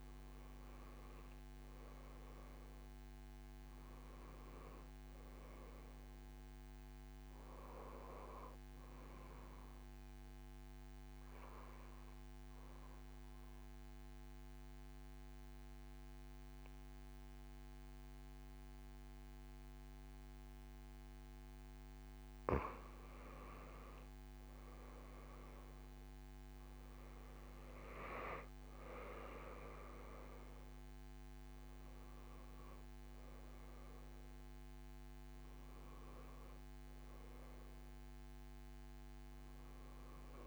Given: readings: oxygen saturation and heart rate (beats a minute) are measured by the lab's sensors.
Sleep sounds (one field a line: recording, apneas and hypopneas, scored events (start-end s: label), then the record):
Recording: a person awake in a sleep study, by a microphone on the trachea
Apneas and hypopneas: none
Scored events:
2.50-32.50 s: new sleep stage, awake
28.50-40.47 s: oxygen desaturation (device-marked, oxygen 96% before, 91% lowest)
32.50-40.47 s: new sleep stage, N2 (light sleep)
From the record:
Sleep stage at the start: N2 (light sleep)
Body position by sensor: on the back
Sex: female